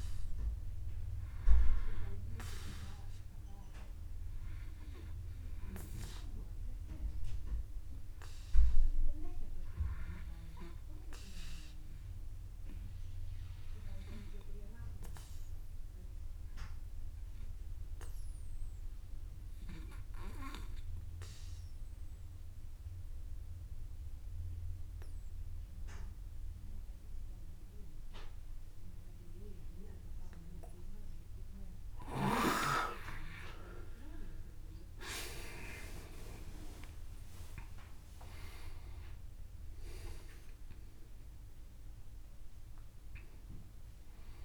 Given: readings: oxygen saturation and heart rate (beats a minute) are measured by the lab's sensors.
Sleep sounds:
breathing in sleep by a room microphone; 1
1.50-16.50 s: oxygen desaturation (device-marked, oxygen 97% before, 94% lowest, heart rate 51 before, 48 extreme)
3.50-5.50 s: tachycardia (device-marked, heart rate 60 before, 87 extreme)
6.50-33.00 s: obstructive apnea (oxygen 98% before, 86% lowest, heart rate 61 before, 29 extreme, up 7 after)
29.50-44.45 s: oxygen desaturation (device-marked, oxygen 97% before, 86% lowest, heart rate 73 before, 26 extreme)
31.50-44.45 s: new sleep stage, N1 (lightest sleep)
36.50-41.50 s: arousal
From the record:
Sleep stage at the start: N2 (light sleep); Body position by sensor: on the back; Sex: male

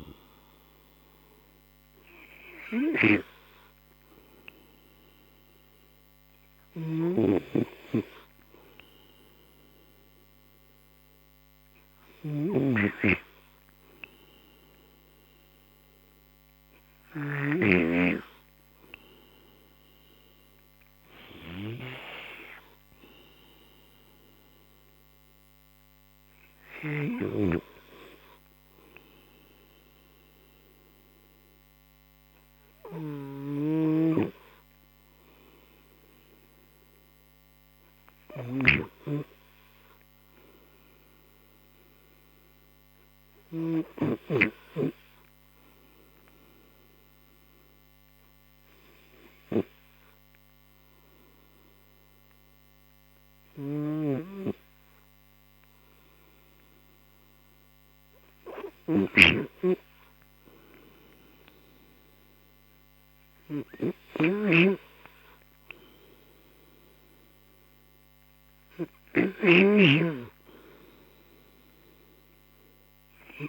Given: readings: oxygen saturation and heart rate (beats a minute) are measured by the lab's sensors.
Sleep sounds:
breathing in sleep by a microphone on the trachea; 1
6.50-17.50 s: snoring (device-marked)
31.00-54.50 s: obstructive apnea (oxygen 96% before, 91% lowest)
56.00-59.00 s: arousal
64.00-73.49 s: snoring (device-marked)
From the record:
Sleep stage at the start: N2 (light sleep); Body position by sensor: on the right side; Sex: male

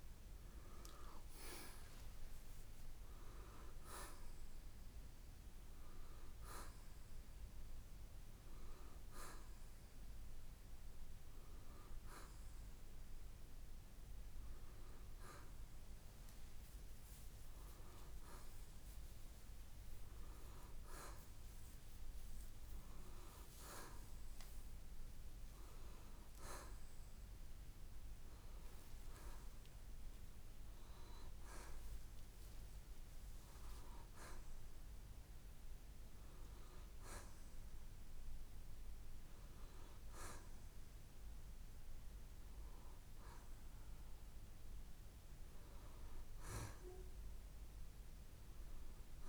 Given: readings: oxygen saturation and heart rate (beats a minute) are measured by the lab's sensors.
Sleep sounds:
breathing in sleep by a room microphone; none
0.00-1.50 s: arousal
4.50-17.50 s: oxygen desaturation (device-marked, oxygen 93% before, 89% lowest, heart rate 66 before, 66 extreme)
27.00-31.50 s: arousal
From the record:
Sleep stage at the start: N2 (light sleep); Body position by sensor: on the right side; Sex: male

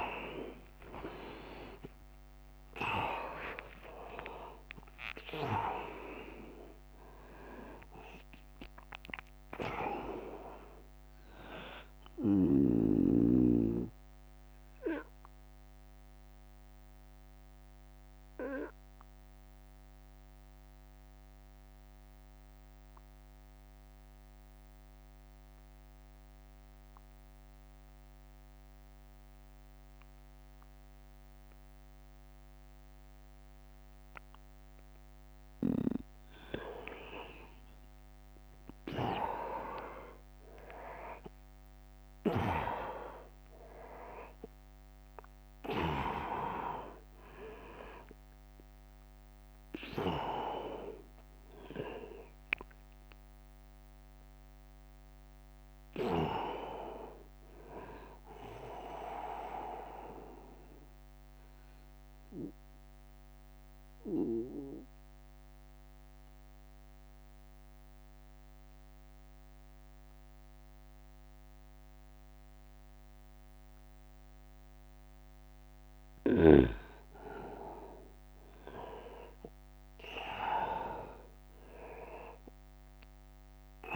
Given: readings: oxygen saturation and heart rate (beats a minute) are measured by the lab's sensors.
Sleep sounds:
breathing in sleep by a microphone on the trachea; 2
0.00-2.50 s: arousal
0.50-10.50 s: drop in pulse transit time (device-marked, heart rate 73 before, 80 extreme)
3.50-27.50 s: oxygen desaturation (device-marked, oxygen 100% before, 94% lowest, heart rate 75 before, 59 extreme)
12.50-34.00 s: obstructive apnea (oxygen 100% before, 91% lowest, heart rate 79 before, 59 extreme, up 33 after)
19.00-21.00 s: long interval between heartbeats (device-marked, heart rate 79 before, 59 extreme)
36.50-41.50 s: arousal
37.50-42.50 s: tachycardia (device-marked, heart rate 77 before, 108 extreme)
39.50-52.50 s: drop in pulse transit time (device-marked, heart rate 77 before, 86 extreme)
40.00-42.00 s: long interval between heartbeats (device-marked, heart rate 77 before, 97 extreme)
41.50-67.50 s: oxygen desaturation (device-marked, oxygen 100% before, 91% lowest, heart rate 81 before, 68 extreme)
58.50-75.00 s: mixed apnea (oxygen 100% before, 91% lowest, heart rate 92 before, 68 extreme, up 17 after)
78.50-83.00 s: arousal
From the record:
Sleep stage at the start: N2 (light sleep); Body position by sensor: on the right side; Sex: male

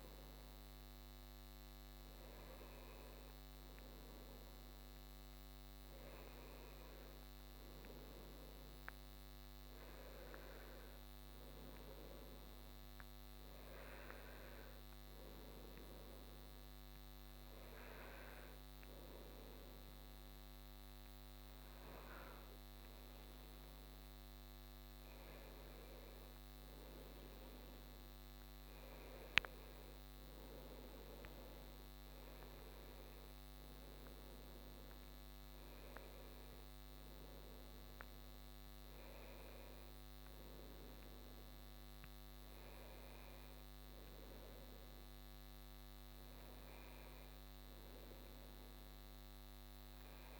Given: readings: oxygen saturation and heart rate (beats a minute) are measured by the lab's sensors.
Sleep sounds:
breathing in sleep, hard to hear, by a microphone on the trachea; none
none scored
From the record:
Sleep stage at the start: N1 (lightest sleep); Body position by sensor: on the right side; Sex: male

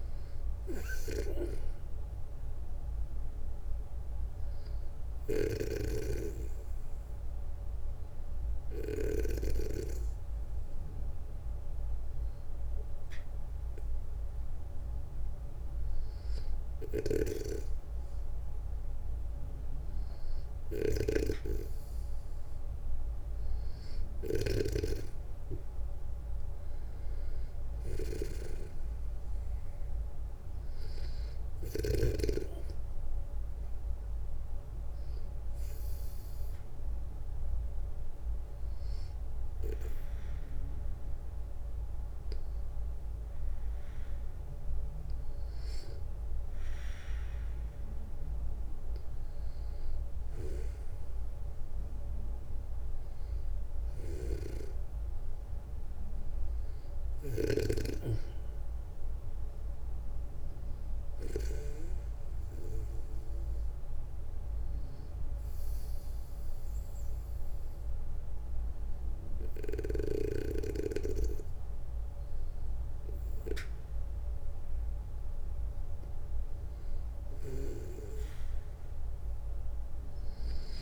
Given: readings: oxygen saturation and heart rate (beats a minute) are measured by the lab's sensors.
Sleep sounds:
breathing in sleep by a room microphone; 3
2.50-18.50 s: hypopnea (oxygen 98% before, 93% lowest, heart rate 64 before, 62 extreme, up 1 after)
4.50-8.50 s: snoring (device-marked)
16.00-24.00 s: snoring (device-marked)
21.00-25.00 s: arousal
34.50-47.50 s: hypopnea (oxygen 97% before, 95% lowest, heart rate 63 before, 59 extreme, up 5 after)
51.00-55.50 s: arousal
53.50-61.00 s: snoring (device-marked)
64.00-75.00 s: obstructive apnea (oxygen 96% before, 92% lowest, heart rate 64 before, 56 extreme, up 7 after)
76.50-80.82 s: snoring (device-marked)
77.00-80.50 s: arousal
From the record:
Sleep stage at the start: N2 (light sleep); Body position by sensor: on the back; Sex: male

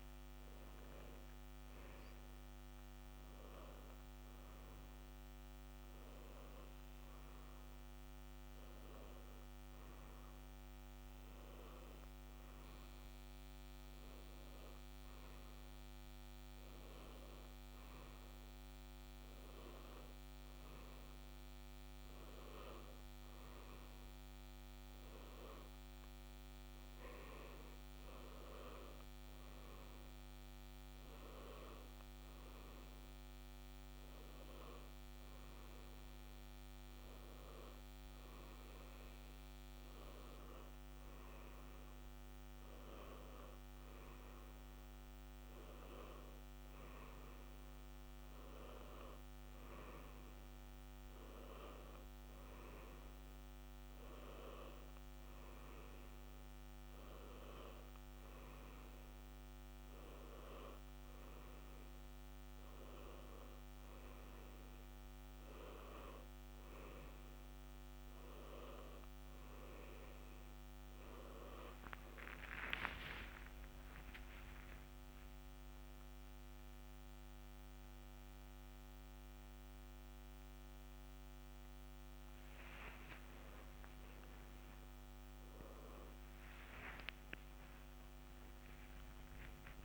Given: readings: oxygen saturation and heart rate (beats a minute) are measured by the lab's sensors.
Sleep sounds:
breathing in sleep by a microphone on the trachea; none
0.00-1.00 s: arousal
0.00-9.00 s: oxygen desaturation (device-marked, oxygen 90% lowest, heart rate 60 extreme)
75.00-89.85 s: new sleep stage, awake
From the record:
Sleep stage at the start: N1 (lightest sleep); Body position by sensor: on the left side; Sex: male

